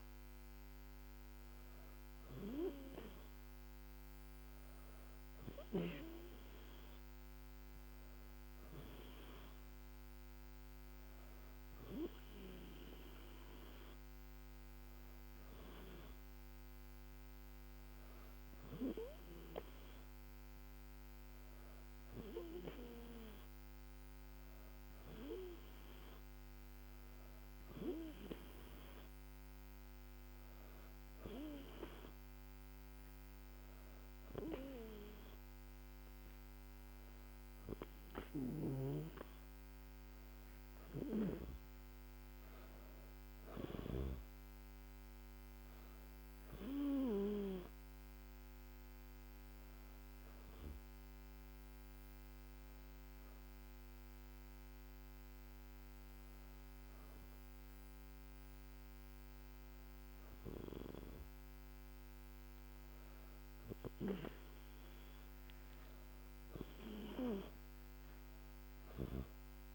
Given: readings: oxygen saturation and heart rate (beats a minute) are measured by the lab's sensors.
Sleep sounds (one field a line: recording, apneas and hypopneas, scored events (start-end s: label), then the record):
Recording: breathing in sleep by a microphone on the trachea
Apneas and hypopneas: 1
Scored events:
48.00-60.00 s: hypopnea (oxygen 97% before, 95% lowest, heart rate 76 before, 74 extreme, up 3 after)
65.00-69.50 s: arousal
From the record:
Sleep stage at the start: N2 (light sleep)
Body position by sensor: on the back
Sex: female